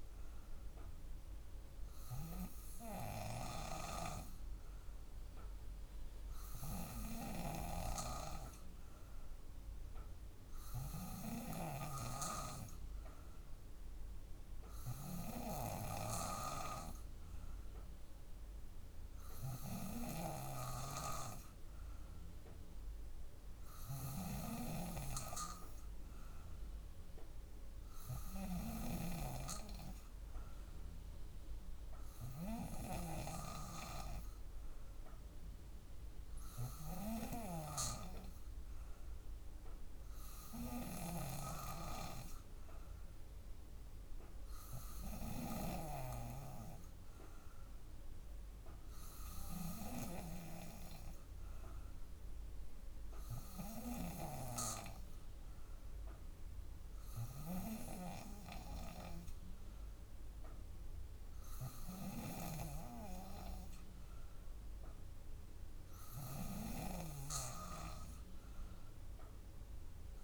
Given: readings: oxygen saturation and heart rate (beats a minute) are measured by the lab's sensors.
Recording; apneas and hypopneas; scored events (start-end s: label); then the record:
breathing in sleep by a room microphone; none
48.50-59.50 s: drop in pulse transit time (device-marked, heart rate 59 before, 60 extreme)
From the record:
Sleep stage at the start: N2 (light sleep); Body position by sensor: on the back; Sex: female